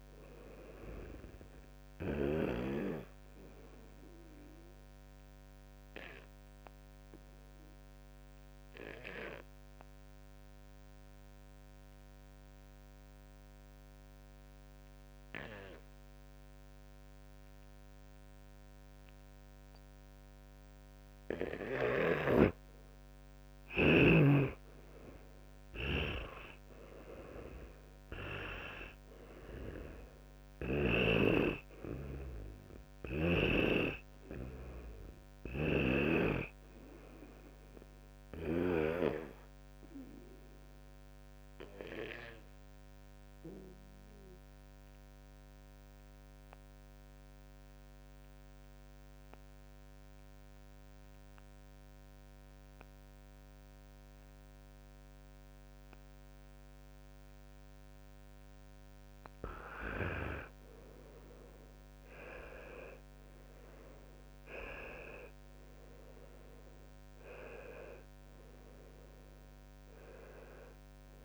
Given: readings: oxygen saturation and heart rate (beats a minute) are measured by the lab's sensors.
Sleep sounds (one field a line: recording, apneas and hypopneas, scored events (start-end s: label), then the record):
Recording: breathing in sleep by a microphone on the trachea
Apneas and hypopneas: 2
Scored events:
3.50-22.00 s: obstructive apnea (oxygen 99% before, 91% lowest, heart rate 84 before, 44 extreme, up 39 after)
21.50-29.50 s: oxygen desaturation (device-marked, oxygen 95% before, 91% lowest, heart rate 63 before, 44 extreme)
27.00-32.00 s: arousal
35.50-39.00 s: snoring (device-marked)
36.00-59.00 s: obstructive apnea (oxygen 98% before, 92% lowest, heart rate 72 before, 51 extreme, up 24 after)
From the record:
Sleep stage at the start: N2 (light sleep)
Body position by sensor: on the back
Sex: male